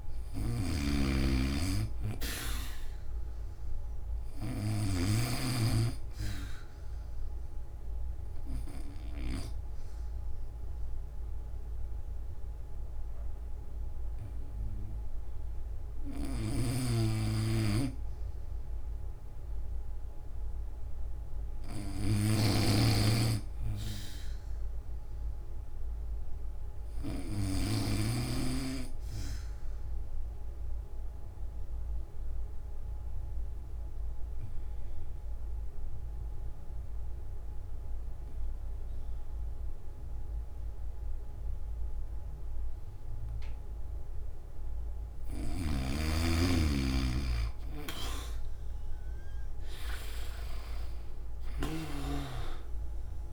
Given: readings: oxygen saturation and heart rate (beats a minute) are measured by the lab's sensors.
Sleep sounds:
breathing in sleep by a room microphone; 2
0.00-4.50 s: snoring (device-marked)
0.00-22.50 s: oxygen desaturation (device-marked, oxygen 87% lowest)
4.00-18.50 s: obstructive apnea (oxygen 99% before, 82% lowest)
16.00-27.50 s: snoring (device-marked)
29.00-44.00 s: obstructive apnea (oxygen 97% before, 82% lowest)
33.50-45.50 s: oxygen desaturation (device-marked, oxygen 92% before, 87% lowest)
45.00-51.50 s: snoring (device-marked)
From the record:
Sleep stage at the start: N1 (lightest sleep); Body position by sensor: on the back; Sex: male

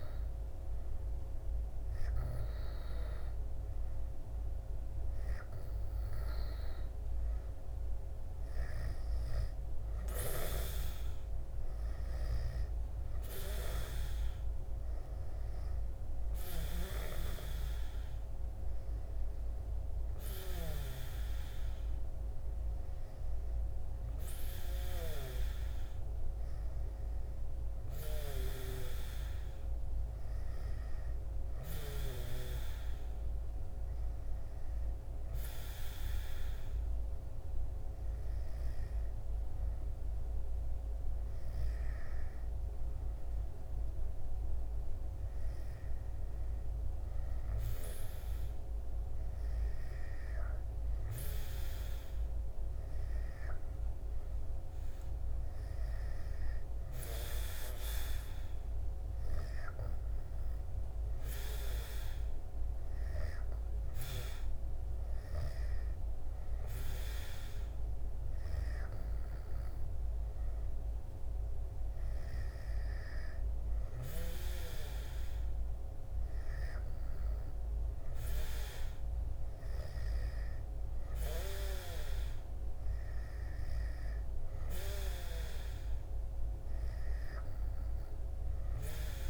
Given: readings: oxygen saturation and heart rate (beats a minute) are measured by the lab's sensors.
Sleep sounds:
breathing in sleep by a room microphone; none
17.00-30.00 s: oxygen desaturation (device-marked, oxygen 95% before, 92% lowest, heart rate 76 before, 69 extreme)
From the record:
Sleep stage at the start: N2 (light sleep); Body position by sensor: on the back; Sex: male

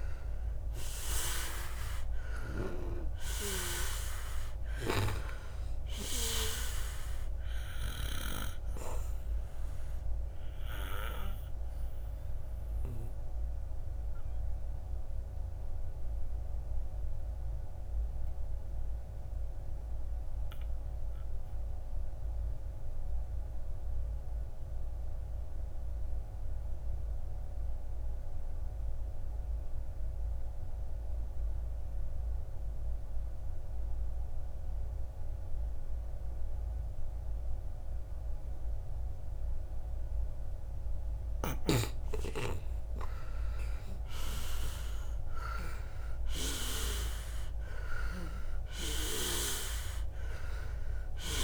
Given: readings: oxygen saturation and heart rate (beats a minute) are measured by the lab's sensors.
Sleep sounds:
breathing in sleep by a room microphone; 1
0.00-1.00 s: arousal
0.00-21.50 s: oxygen desaturation (device-marked, oxygen 77% lowest, heart rate 56 extreme)
9.00-41.00 s: obstructive apnea (oxygen 99% before, 76% lowest, heart rate 68 before, 54 extreme, up 11 after)
32.50-51.44 s: oxygen desaturation (device-marked, oxygen 98% before, 76% lowest, heart rate 58 before, 53 extreme)
42.00-45.50 s: arousal
From the record:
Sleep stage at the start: N2 (light sleep); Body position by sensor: on the back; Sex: male

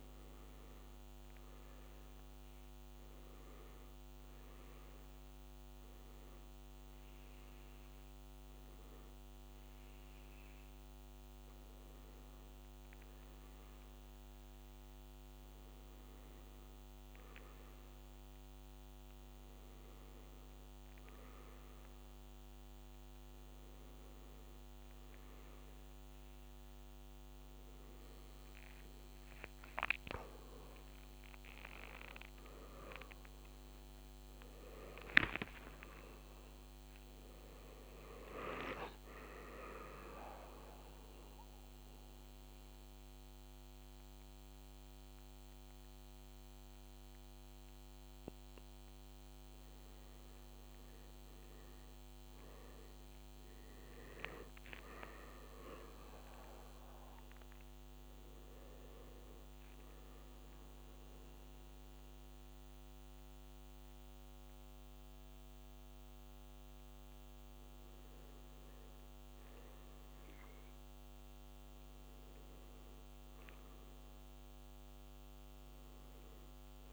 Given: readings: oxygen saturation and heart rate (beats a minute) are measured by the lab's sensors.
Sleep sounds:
breathing in sleep by a microphone on the trachea; none
10.50-70.50 s: new sleep stage, N1 (lightest sleep)
30.00-36.00 s: arousal
66.50-75.50 s: oxygen desaturation (device-marked, oxygen 96% before, 92% lowest, heart rate 86 before, 83 extreme)
70.50-76.93 s: new sleep stage, N2 (light sleep)
From the record:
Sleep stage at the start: N2 (light sleep); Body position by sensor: on the back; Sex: male

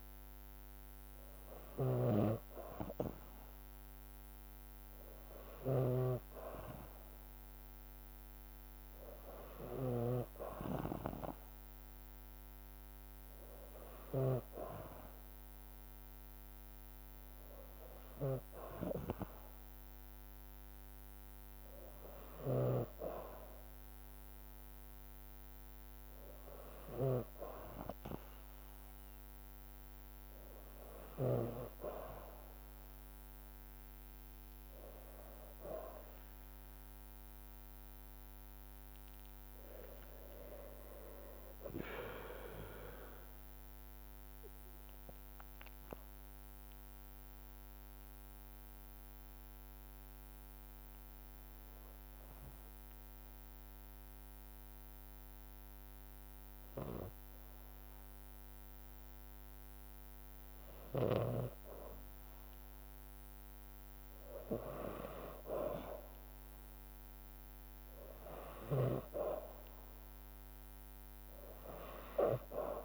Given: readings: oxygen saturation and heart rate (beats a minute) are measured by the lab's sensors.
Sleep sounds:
breathing in sleep by a microphone on the trachea; 1
0.00-10.00 s: snoring (device-marked)
36.50-39.50 s: tachycardia (device-marked, heart rate 57 before, 99 extreme)
36.50-40.50 s: arousal
39.50-57.50 s: drop in pulse transit time (device-marked, heart rate 63 before, 56 extreme)
42.50-62.00 s: mixed apnea (oxygen 95% before, 92% lowest, heart rate 70 before, 54 extreme, up 1 after)
63.50-67.00 s: arousal
69.50-72.85 s: oxygen desaturation (device-marked, oxygen 98% before, 92% lowest, heart rate 56 before, 57 extreme)
From the record:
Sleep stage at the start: N2 (light sleep); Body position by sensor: on the back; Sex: female

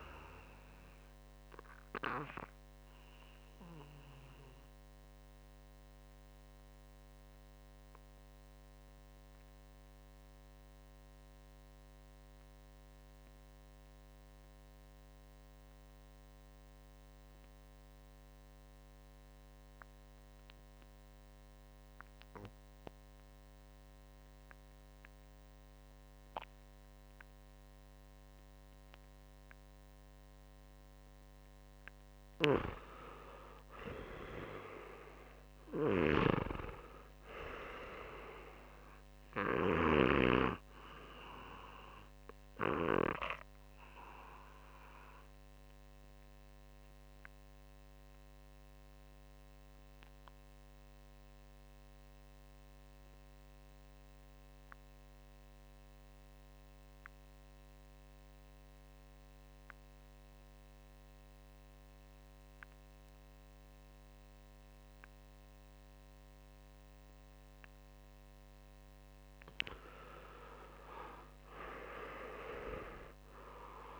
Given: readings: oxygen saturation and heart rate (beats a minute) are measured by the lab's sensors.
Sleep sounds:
breathing in sleep by a microphone on the trachea; 2
0.00-14.50 s: oxygen desaturation (device-marked, oxygen 85% lowest, heart rate 57 extreme)
0.50-32.00 s: mixed apnea (oxygen 99% before, 85% lowest, heart rate 65 before, 57 extreme, up 10 after)
33.50-37.00 s: arousal
36.50-56.50 s: oxygen desaturation (device-marked, oxygen 98% before, 88% lowest, heart rate 60 before, 64 extreme)
43.00-67.50 s: obstructive apnea (oxygen 99% before, 88% lowest, heart rate 61 before, 60 extreme, up 9 after)
69.00-73.00 s: arousal
71.50-73.99 s: oxygen desaturation (device-marked, oxygen 98% before, 91% lowest, heart rate 67 before, 60 extreme)
From the record:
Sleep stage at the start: REM sleep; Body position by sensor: on the back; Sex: male

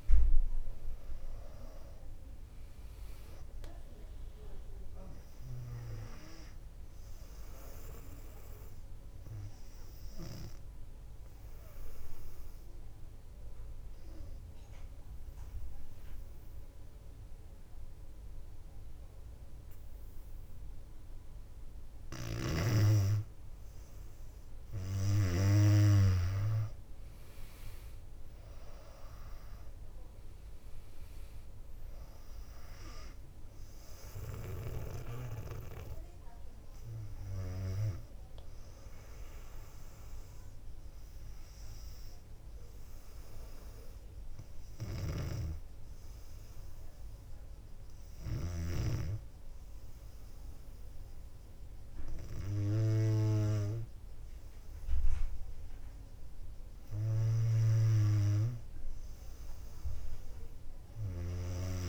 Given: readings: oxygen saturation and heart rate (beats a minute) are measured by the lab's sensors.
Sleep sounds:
breathing in sleep by a room microphone; 1
1.00-20.00 s: oxygen desaturation (device-marked, oxygen 97% before, 94% lowest, heart rate 63 before, 59 extreme)
9.00-22.50 s: obstructive apnea (oxygen 97% before, 94% lowest, heart rate 63 before, 59 extreme, up 4 after)
25.50-29.50 s: arousal
31.00-47.00 s: oxygen desaturation (device-marked, oxygen 98% before, 95% lowest, heart rate 62 before, 59 extreme)
45.00-49.00 s: snoring (device-marked)
55.50-59.50 s: arousal
57.50-61.89 s: snoring (device-marked)
From the record:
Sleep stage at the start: N2 (light sleep); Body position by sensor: on the back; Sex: female

